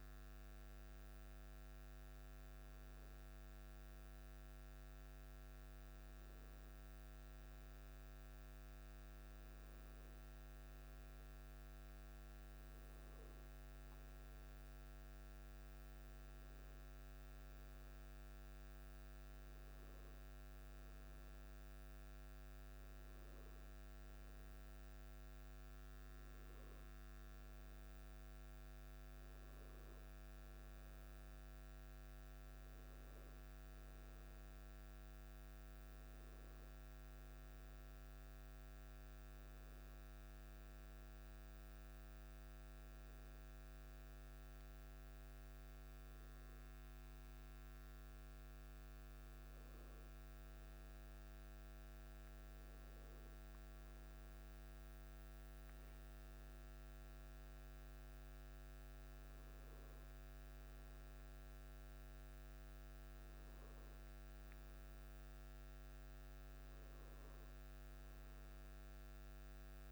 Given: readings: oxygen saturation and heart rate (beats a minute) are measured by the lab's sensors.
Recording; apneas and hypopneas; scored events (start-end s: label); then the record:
breathing in sleep, hard to hear, by a microphone on the trachea; none
none scored
From the record:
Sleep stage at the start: N1 (lightest sleep); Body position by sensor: on the back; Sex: male